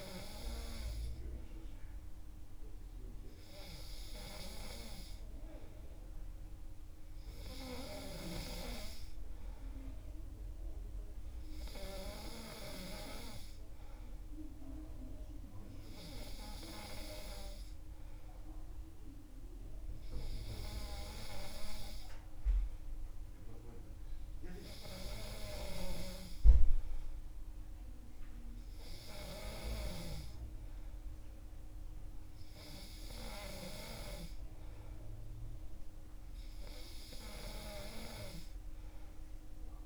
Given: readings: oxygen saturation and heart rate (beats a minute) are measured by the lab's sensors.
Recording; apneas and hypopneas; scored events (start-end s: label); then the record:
breathing in sleep by a room microphone; none
none scored
From the record:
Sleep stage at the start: N2 (light sleep); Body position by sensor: on the back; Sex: male